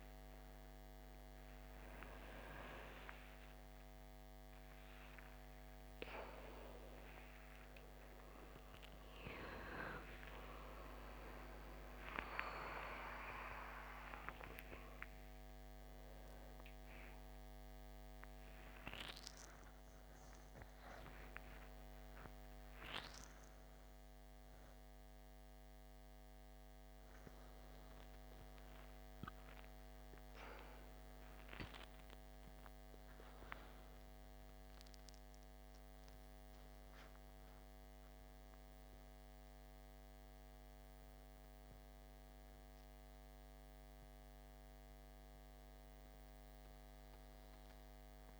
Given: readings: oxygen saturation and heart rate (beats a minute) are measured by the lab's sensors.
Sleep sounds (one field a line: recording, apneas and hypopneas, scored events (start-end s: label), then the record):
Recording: a person awake in a sleep study, by a microphone on the trachea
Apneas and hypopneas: none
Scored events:
38.50-48.40 s: oxygen desaturation (device-marked, oxygen 97% before, 92% lowest, heart rate 79 before, 73 extreme)
From the record:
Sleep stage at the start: awake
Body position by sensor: upright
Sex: male